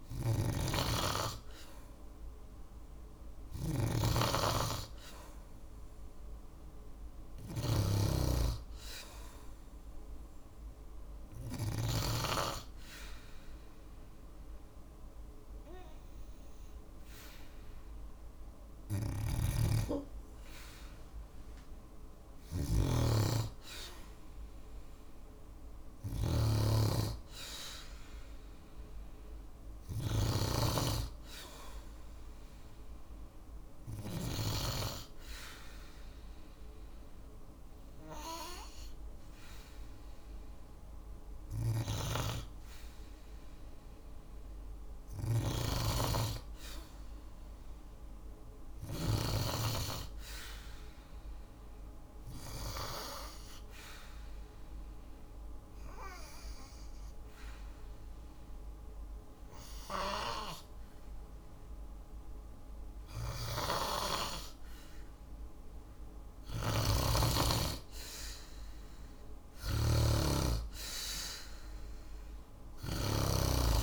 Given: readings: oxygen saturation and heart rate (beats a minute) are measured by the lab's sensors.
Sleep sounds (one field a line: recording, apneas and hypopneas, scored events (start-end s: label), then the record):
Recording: breathing in sleep by a room microphone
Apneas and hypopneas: 2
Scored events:
0.00-11.00 s: snoring (device-marked)
18.00-33.50 s: snoring (device-marked)
22.50-26.50 s: arousal
31.00-41.00 s: obstructive apnea (oxygen 96% before, 93% lowest, heart rate 57 before, 54 extreme, up 3 after)
44.00-48.50 s: snoring (device-marked)
44.50-48.50 s: arousal
55.00-66.50 s: obstructive apnea (oxygen 96% before, 93% lowest, heart rate 56 before, 55 extreme, up 4 after)
65.50-72.50 s: snoring (device-marked)
70.50-73.50 s: arousal
From the record:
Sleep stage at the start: N2 (light sleep)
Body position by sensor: on the back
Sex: female